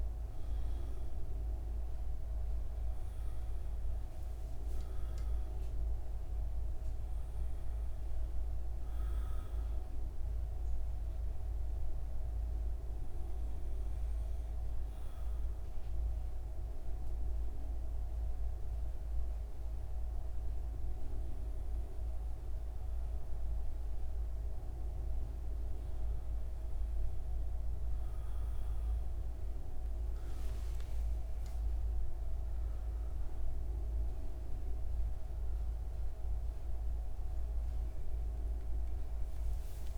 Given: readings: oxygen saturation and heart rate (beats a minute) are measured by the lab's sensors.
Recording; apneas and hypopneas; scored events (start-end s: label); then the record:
breathing in sleep, hard to hear, by a room microphone; 1
12.50-23.50 s: hypopnea (oxygen 96% before, 93% lowest)
35.50-39.98 s: oxygen desaturation (device-marked, oxygen 96% before, 93% lowest)
37.50-39.98 s: new sleep stage, awake
From the record:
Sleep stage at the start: N2 (light sleep); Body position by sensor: on the right side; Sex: male